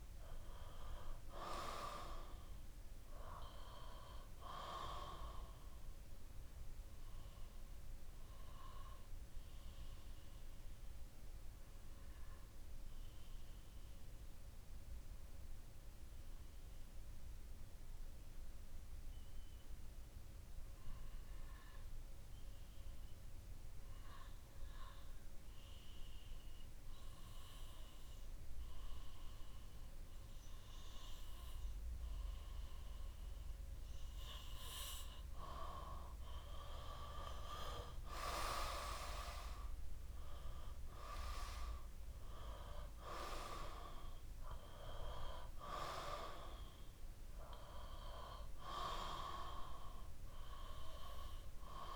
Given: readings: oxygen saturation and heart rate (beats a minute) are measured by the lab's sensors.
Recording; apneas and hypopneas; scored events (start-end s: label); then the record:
breathing in sleep by a room microphone; 1
5.50-33.50 s: obstructive apnea (oxygen 97% before, 91% lowest, heart rate 67 before, 60 extreme, up 5 after)
22.50-34.50 s: oxygen desaturation (device-marked, oxygen 94% before, 91% lowest, heart rate 62 before, 60 extreme)
36.50-40.50 s: arousal
From the record:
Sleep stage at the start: REM sleep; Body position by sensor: on the back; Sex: male